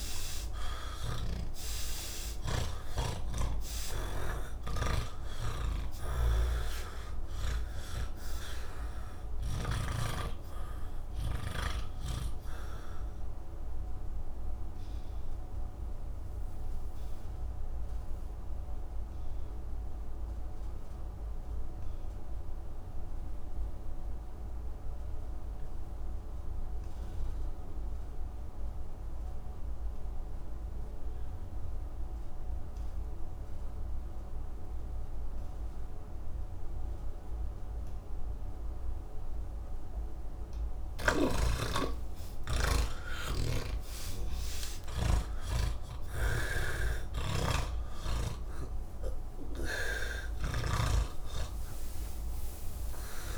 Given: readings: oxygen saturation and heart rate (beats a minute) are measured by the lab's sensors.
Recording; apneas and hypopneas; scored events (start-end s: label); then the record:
breathing in sleep by a room microphone; 1
0.00-2.50 s: oxygen desaturation (device-marked, oxygen 87% lowest)
0.00-10.00 s: snoring (device-marked)
4.50-24.50 s: oxygen desaturation (device-marked, oxygen 91% before, 76% lowest, heart rate 87 before, 29 extreme)
15.00-39.50 s: obstructive apnea (oxygen 99% before, 76% lowest, heart rate 75 before, 26 extreme, up 57 after)
36.50-53.38 s: oxygen desaturation (device-marked, oxygen 99% before, 78% lowest, heart rate 85 before, 26 extreme)
46.00-51.00 s: snoring (device-marked)
From the record:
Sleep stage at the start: N2 (light sleep); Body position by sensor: on the back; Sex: male